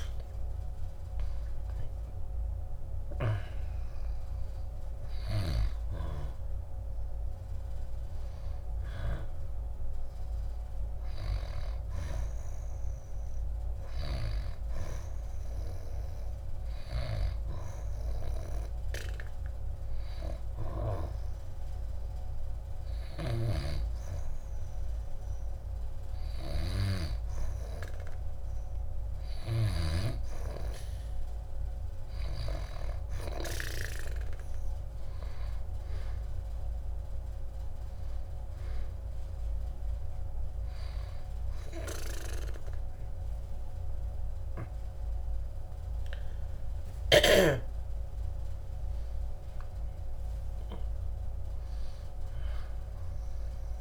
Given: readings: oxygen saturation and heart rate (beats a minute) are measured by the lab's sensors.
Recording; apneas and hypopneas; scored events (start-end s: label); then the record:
breathing in sleep by a room microphone; 1
0.00-2.50 s: arousal
19.00-29.50 s: hypopnea (oxygen 92% before, 88% lowest, heart rate 77 before, 74 extreme, up 6 after)
32.00-36.00 s: arousal
From the record:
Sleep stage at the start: N2 (light sleep); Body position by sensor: on the back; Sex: female